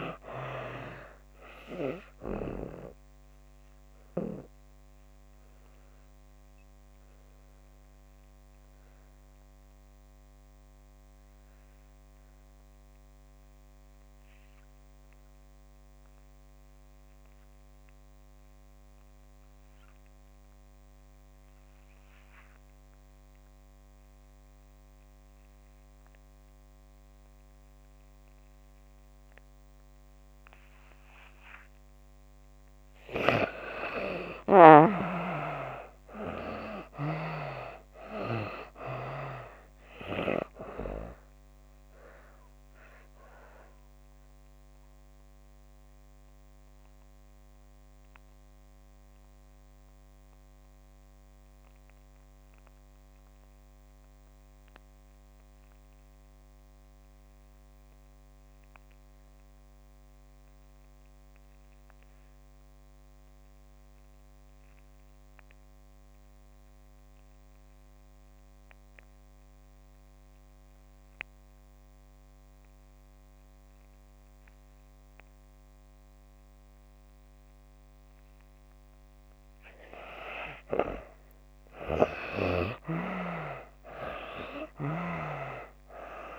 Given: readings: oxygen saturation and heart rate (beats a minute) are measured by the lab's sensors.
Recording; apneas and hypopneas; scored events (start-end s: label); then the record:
breathing in sleep by a microphone on the trachea; 2
0.00-23.50 s: oxygen desaturation (device-marked, oxygen 70% lowest)
2.50-32.00 s: obstructive apnea (oxygen 96% before, 64% lowest)
25.50-63.50 s: oxygen desaturation (device-marked, oxygen 94% before, 64% lowest)
34.50-37.50 s: arousal
40.50-78.50 s: mixed apnea (oxygen 94% before, 59% lowest)
65.50-86.39 s: oxygen desaturation (device-marked, oxygen 95% before, 59% lowest)
81.50-85.00 s: arousal
From the record:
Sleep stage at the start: N2 (light sleep); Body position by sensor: on the back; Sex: female